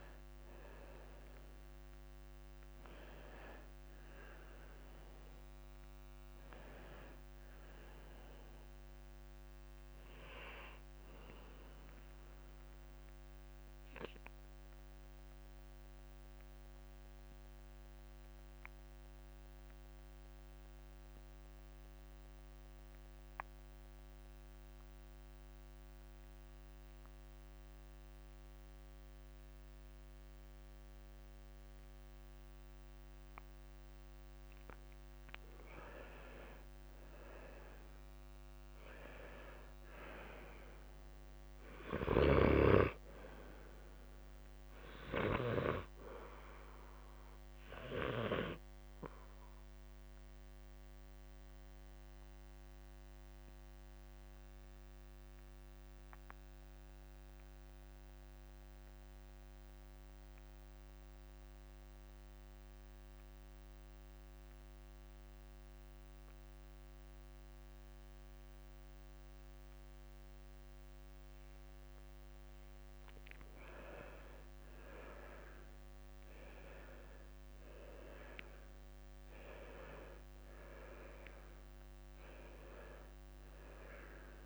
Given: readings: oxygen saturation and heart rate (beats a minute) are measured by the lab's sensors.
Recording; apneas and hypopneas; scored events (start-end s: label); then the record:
breathing in sleep by a microphone on the trachea; 2
0.00-27.00 s: oxygen desaturation (device-marked, oxygen 81% lowest, heart rate 37 extreme)
3.00-5.00 s: long interval between heartbeats (device-marked, heart rate 68 before, 51 extreme)
14.50-34.00 s: obstructive apnea (oxygen 88% before, 81% lowest, heart rate 59 before, 52 extreme, up 21 after)
35.50-40.50 s: arousal
36.00-38.00 s: long interval between heartbeats (device-marked, heart rate 54 before, 62 extreme)
40.50-42.50 s: long interval between heartbeats (device-marked, heart rate 56 before, 72 extreme)
44.00-66.00 s: oxygen desaturation (device-marked, oxygen 98% before, 91% lowest, heart rate 59 before, 51 extreme)
50.00-73.00 s: obstructive apnea (oxygen 98% before, 89% lowest, heart rate 60 before, 49 extreme, up 20 after)
73.50-75.50 s: long interval between heartbeats (device-marked, heart rate 52 before, 60 extreme)
75.50-78.50 s: arousal
78.00-84.46 s: oxygen desaturation (device-marked, oxygen 96% before, 89% lowest, heart rate 55 before, 46 extreme)
81.50-83.50 s: long interval between heartbeats (device-marked, heart rate 58 before, 57 extreme)
From the record:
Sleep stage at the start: N2 (light sleep); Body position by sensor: on the left side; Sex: male